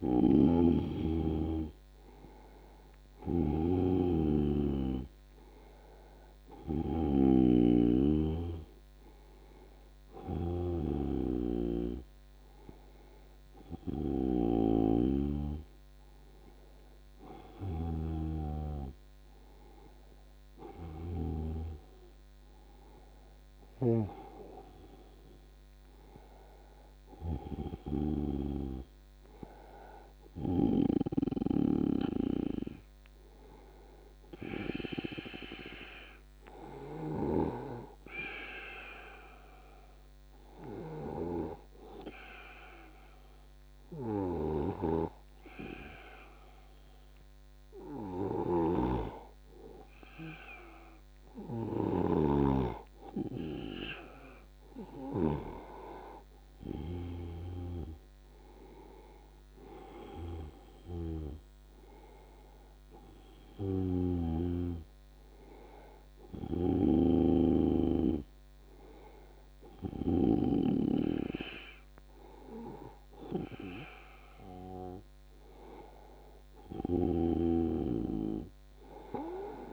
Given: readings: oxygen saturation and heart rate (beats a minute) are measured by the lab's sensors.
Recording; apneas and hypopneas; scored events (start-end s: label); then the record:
breathing in sleep by a microphone on the trachea; 1
0.00-7.50 s: snoring (device-marked)
28.00-32.00 s: snoring (device-marked)
32.00-35.50 s: arousal
37.50-48.50 s: obstructive apnea (oxygen 97% before, 93% lowest, heart rate 86 before, 74 extreme, up 3 after)
44.50-55.50 s: snoring (device-marked)
50.50-53.50 s: arousal
56.00-71.00 s: oxygen desaturation (device-marked, oxygen 96% before, 93% lowest, heart rate 83 before, 78 extreme)
67.00-71.00 s: snoring (device-marked)
From the record:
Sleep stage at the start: N2 (light sleep); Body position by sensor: on the back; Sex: male